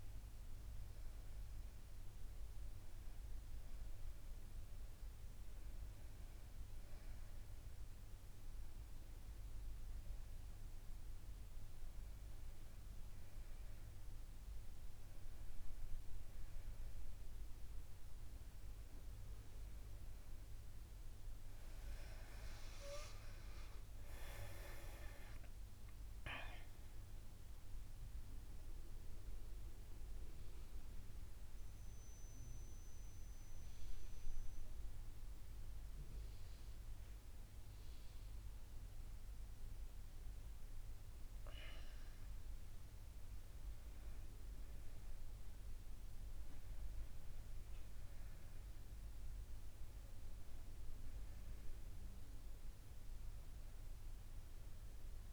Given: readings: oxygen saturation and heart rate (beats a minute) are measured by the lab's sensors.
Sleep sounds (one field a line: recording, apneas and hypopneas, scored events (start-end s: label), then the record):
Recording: breathing in sleep by a room microphone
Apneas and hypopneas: 1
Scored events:
22.00-26.00 s: arousal
28.00-42.50 s: central apnea (oxygen 96% before, 94% lowest, heart rate 75 before, 66 extreme, up 7 after)
44.50-48.00 s: arousal
From the record:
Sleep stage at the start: N2 (light sleep)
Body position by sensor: on the back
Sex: female